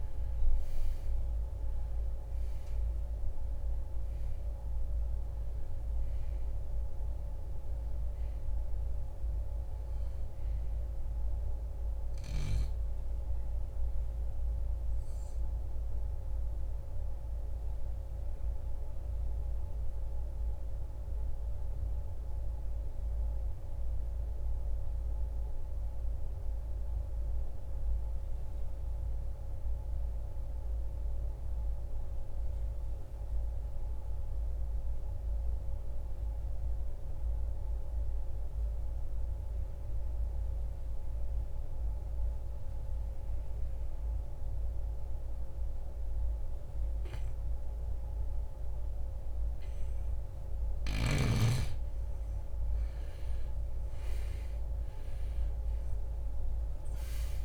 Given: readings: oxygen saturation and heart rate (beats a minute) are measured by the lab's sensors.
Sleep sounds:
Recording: breathing in sleep, hard to hear, by a room microphone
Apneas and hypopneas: 1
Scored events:
0.00-29.50 s: oxygen desaturation (device-marked, oxygen 82% lowest, heart rate 54 extreme)
13.50-51.50 s: obstructive apnea (oxygen 97% before, 79% lowest, heart rate 77 before, 54 extreme, up 17 after)
48.50-57.45 s: oxygen desaturation (device-marked, oxygen 98% before, 79% lowest, heart rate 68 before, 48 extreme)
53.00-57.45 s: arousal
From the record:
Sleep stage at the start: N2 (light sleep)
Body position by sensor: on the right side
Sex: male

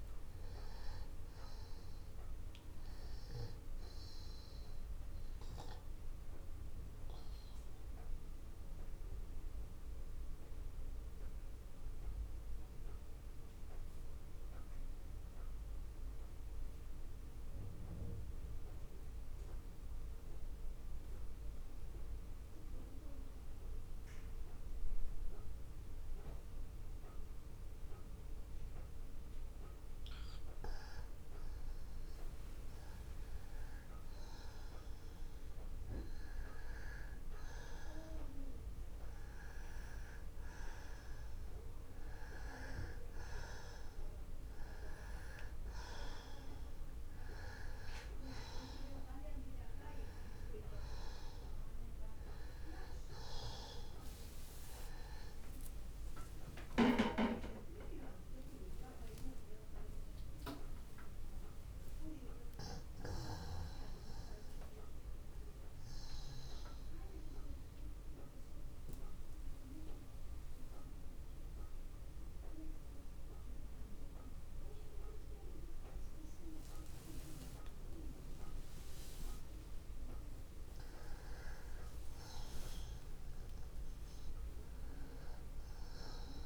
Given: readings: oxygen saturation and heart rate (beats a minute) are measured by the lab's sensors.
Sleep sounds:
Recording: breathing in sleep by a room microphone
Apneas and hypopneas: 2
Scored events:
0.00-23.00 s: oxygen desaturation (device-marked, oxygen 88% lowest)
5.00-30.50 s: obstructive apnea (oxygen 97% before, 88% lowest)
33.50-38.00 s: arousal
45.00-81.00 s: oxygen desaturation (device-marked, oxygen 97% before, 88% lowest)
66.50-81.50 s: mixed apnea (oxygen 97% before, 88% lowest)
83.00-86.46 s: arousal
From the record:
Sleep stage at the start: N2 (light sleep)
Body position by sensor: on the back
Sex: male

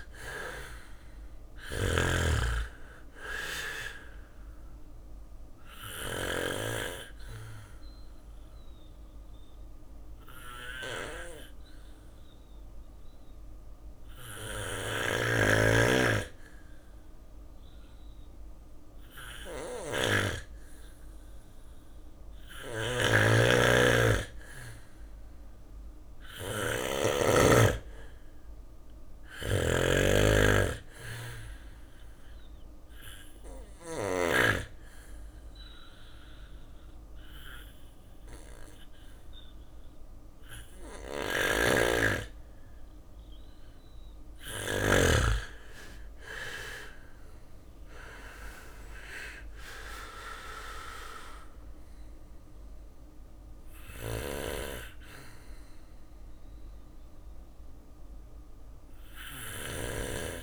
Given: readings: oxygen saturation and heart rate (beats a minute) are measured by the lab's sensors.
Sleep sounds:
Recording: breathing in sleep by a room microphone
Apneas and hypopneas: 2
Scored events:
0.00-5.00 s: snoring (device-marked)
0.00-9.00 s: drop in pulse transit time (device-marked, heart rate 59 extreme)
0.00-18.00 s: oxygen desaturation (device-marked, oxygen 95% before, 90% lowest, heart rate 61 before, 62 extreme)
3.00-18.00 s: obstructive apnea (oxygen 96% before, 90% lowest, heart rate 61 before, 62 extreme, up 1 after)
13.50-33.00 s: snoring (device-marked)
20.50-24.50 s: arousal
33.00-44.00 s: obstructive apnea (oxygen 98% before, 92% lowest, heart rate 63 before, 58 extreme, up 6 after)
40.00-43.50 s: snoring (device-marked)
45.00-49.50 s: arousal
48.00-60.00 s: drop in pulse transit time (device-marked, heart rate 63 before, 59 extreme)
51.00-60.00 s: oxygen desaturation (device-marked, oxygen 96% before, 92% lowest, heart rate 64 before, 58 extreme)
53.00-60.43 s: bradycardia (device-marked, heart rate 63 before, 58 extreme)
From the record:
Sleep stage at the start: N2 (light sleep)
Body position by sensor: on the back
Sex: male

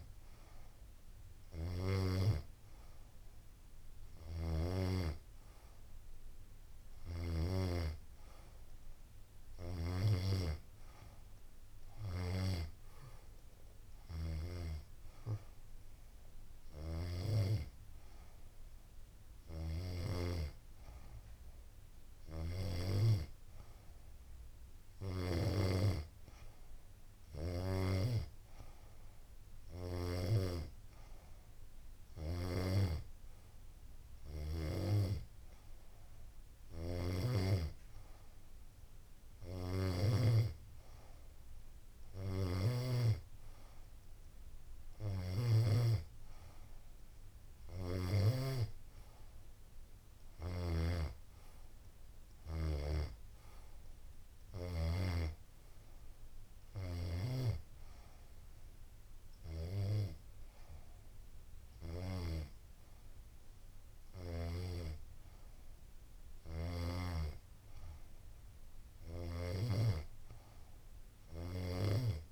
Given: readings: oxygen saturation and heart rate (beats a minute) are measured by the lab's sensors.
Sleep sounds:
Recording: breathing in sleep by a room microphone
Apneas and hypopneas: none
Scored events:
none scored
From the record:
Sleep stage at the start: N2 (light sleep)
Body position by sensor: on the back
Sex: female

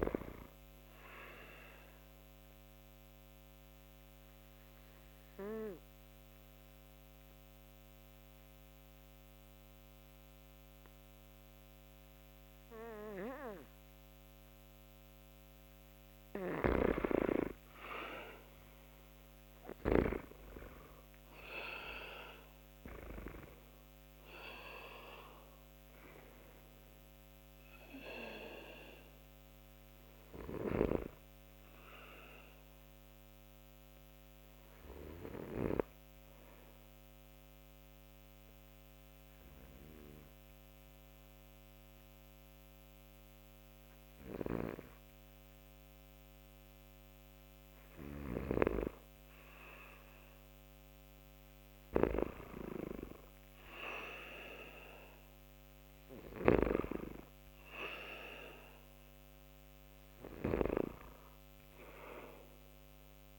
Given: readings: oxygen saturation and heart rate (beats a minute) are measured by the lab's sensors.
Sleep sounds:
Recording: breathing in sleep by a microphone on the trachea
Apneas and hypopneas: 2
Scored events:
0.00-15.00 s: oxygen desaturation (device-marked, oxygen 91% lowest)
1.50-15.00 s: obstructive apnea (oxygen 96% before, 88% lowest)
18.50-23.00 s: arousal
22.00-48.00 s: oxygen desaturation (device-marked, oxygen 94% before, 88% lowest)
31.50-46.50 s: obstructive apnea (oxygen 94% before, 88% lowest)
47.50-60.00 s: snoring (device-marked)
48.50-51.50 s: arousal
61.00-63.39 s: oxygen desaturation (device-marked, oxygen 97% before, 91% lowest)
From the record:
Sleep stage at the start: N2 (light sleep)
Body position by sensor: on the back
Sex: male

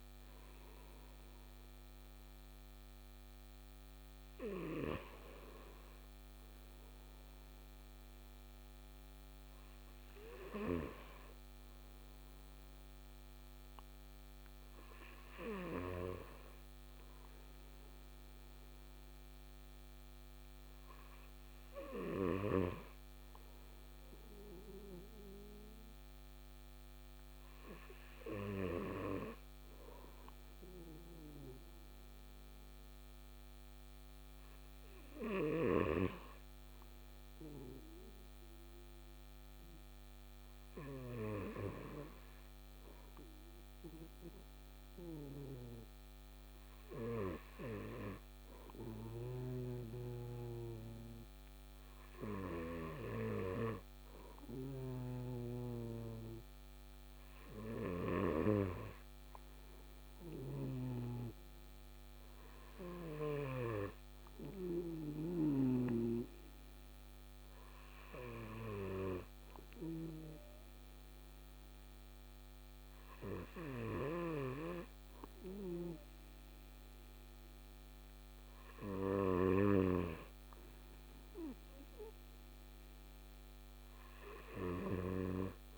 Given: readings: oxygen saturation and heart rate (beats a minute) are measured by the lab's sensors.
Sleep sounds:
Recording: breathing in sleep by a microphone on the trachea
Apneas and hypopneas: none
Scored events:
48.50-58.00 s: snoring (device-marked)
60.00-63.50 s: snoring (device-marked)
73.50-85.00 s: snoring (device-marked)
From the record:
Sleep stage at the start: N2 (light sleep)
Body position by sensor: on the right side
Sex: male

